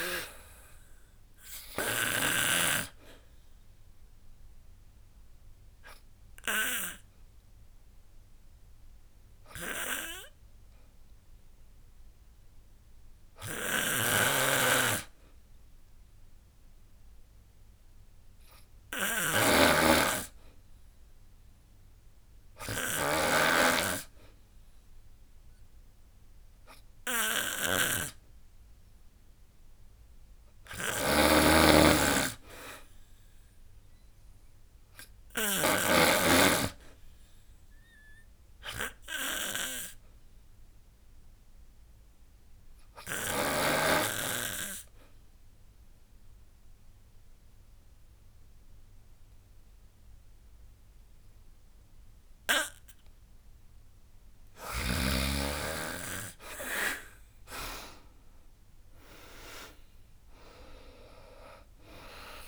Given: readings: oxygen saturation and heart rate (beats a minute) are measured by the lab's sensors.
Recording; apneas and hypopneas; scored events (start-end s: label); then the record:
breathing in sleep by a room microphone; 2
0.00-9.50 s: drop in pulse transit time (device-marked, heart rate 69 extreme)
0.00-11.50 s: oxygen desaturation (device-marked, oxygen 92% lowest, heart rate 69 extreme)
3.50-27.00 s: obstructive apnea (oxygen 97% before, 92% lowest, heart rate 82 before, 69 extreme, up 5 after)
13.00-35.50 s: snoring (device-marked)
29.50-32.00 s: arousal
32.50-50.50 s: oxygen desaturation (device-marked, oxygen 98% before, 92% lowest, heart rate 74 before, 73 extreme)
40.50-53.00 s: obstructive apnea (oxygen 98% before, 92% lowest, heart rate 77 before, 73 extreme, up 17 after)
54.50-57.00 s: arousal
55.50-62.48 s: drop in pulse transit time (device-marked, heart rate 79 before, 75 extreme)
57.50-62.48 s: oxygen desaturation (device-marked, oxygen 95% before, 92% lowest, heart rate 79 before, 73 extreme)
From the record:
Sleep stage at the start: N2 (light sleep); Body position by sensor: on the back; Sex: female